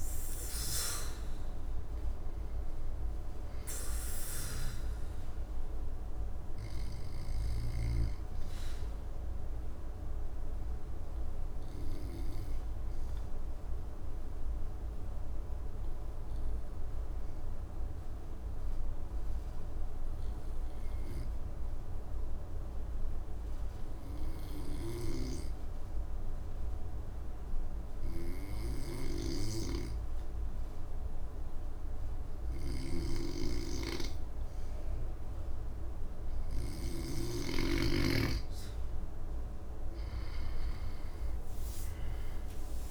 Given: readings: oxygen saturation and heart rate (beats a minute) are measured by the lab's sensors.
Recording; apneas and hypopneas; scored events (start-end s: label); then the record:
breathing in sleep by a room microphone; 1
0.00-4.50 s: oxygen desaturation (device-marked, oxygen 94% lowest, heart rate 55 extreme)
8.00-38.00 s: obstructive apnea (oxygen 97% before, 92% lowest, heart rate 62 before, 55 extreme, up 13 after)
31.50-42.91 s: oxygen desaturation (device-marked, oxygen 99% before, 92% lowest, heart rate 56 before, 56 extreme)
From the record:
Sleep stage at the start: N2 (light sleep); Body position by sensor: on the back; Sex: male